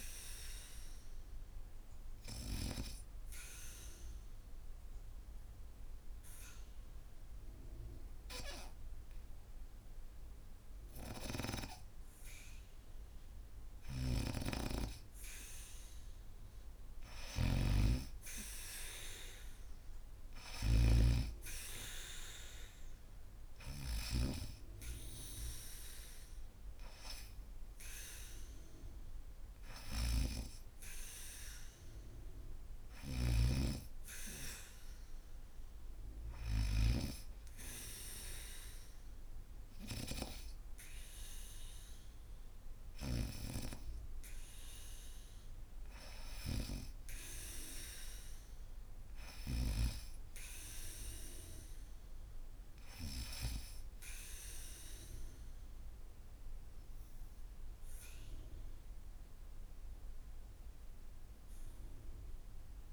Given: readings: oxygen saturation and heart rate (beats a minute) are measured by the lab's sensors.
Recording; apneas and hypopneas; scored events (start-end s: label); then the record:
breathing in sleep by a room microphone; 1
0.50-14.50 s: hypopnea (oxygen 99% before, 90% lowest, heart rate 81 before, 76 extreme, up 0 after)
13.00-36.50 s: snoring (device-marked)
16.50-20.50 s: arousal
19.00-38.00 s: oxygen desaturation (device-marked, oxygen 97% before, 90% lowest, heart rate 78 before, 75 extreme)
From the record:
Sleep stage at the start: N2 (light sleep); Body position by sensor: on the back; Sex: female